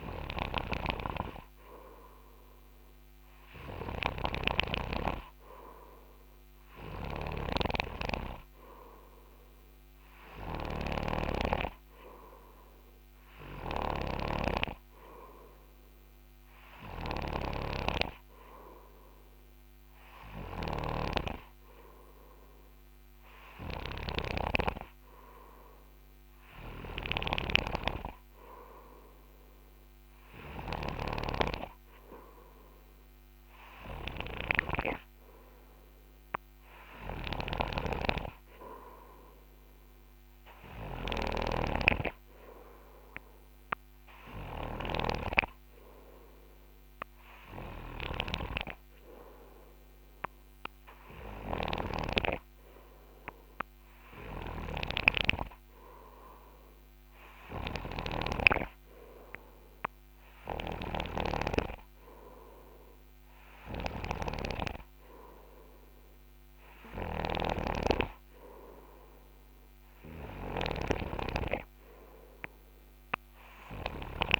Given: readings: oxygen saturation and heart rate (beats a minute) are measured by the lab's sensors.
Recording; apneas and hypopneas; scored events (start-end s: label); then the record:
breathing in sleep by a microphone on the trachea; none
0.00-74.40 s: snoring (device-marked)
37.00-74.40 s: new sleep stage, N3 (deep sleep)
From the record:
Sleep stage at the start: N2 (light sleep); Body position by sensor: on the front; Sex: male